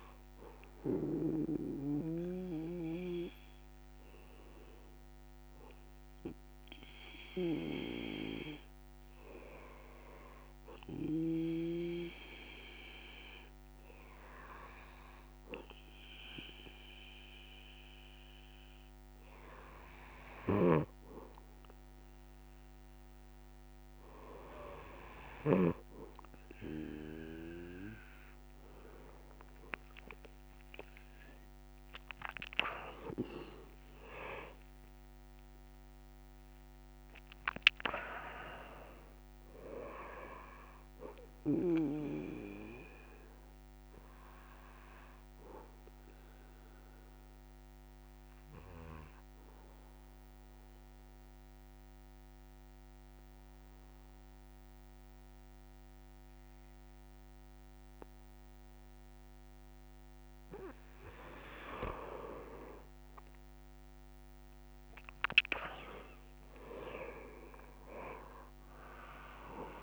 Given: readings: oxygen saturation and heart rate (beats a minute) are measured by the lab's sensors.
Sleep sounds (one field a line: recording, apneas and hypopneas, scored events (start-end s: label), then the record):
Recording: breathing in sleep by a microphone on the trachea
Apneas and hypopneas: 2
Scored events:
8.00-23.00 s: hypopnea (oxygen 100% before, 96% lowest, heart rate 166 before, 60 extreme)
20.00-25.50 s: snoring (device-marked)
44.50-60.50 s: obstructive apnea (oxygen 97% before, 96% lowest)
From the record:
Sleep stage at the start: N3 (deep sleep)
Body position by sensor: on the back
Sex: male